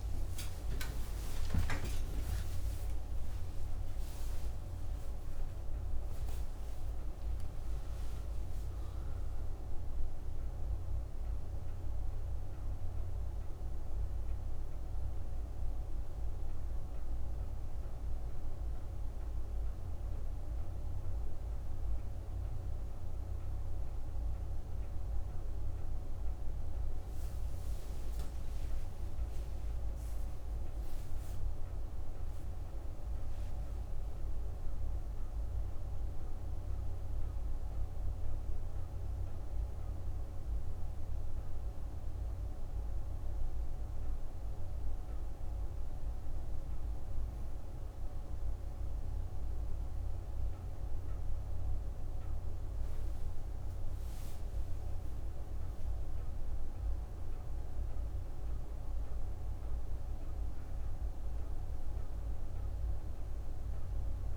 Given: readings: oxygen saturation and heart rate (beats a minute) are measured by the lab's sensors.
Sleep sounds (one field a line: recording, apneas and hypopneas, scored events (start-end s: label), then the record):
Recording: a person partly awake in a sleep study, hard to hear, by a room microphone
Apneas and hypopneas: 1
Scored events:
0.00-32.50 s: oxygen desaturation (device-marked, oxygen 88% lowest)
17.50-47.50 s: new sleep stage, N1 (lightest sleep)
43.50-53.50 s: obstructive apnea (oxygen 99% before, 94% lowest)
47.50-64.37 s: new sleep stage, N2 (light sleep)
54.50-59.00 s: arousal
From the record:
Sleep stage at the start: awake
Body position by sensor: on the right side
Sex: female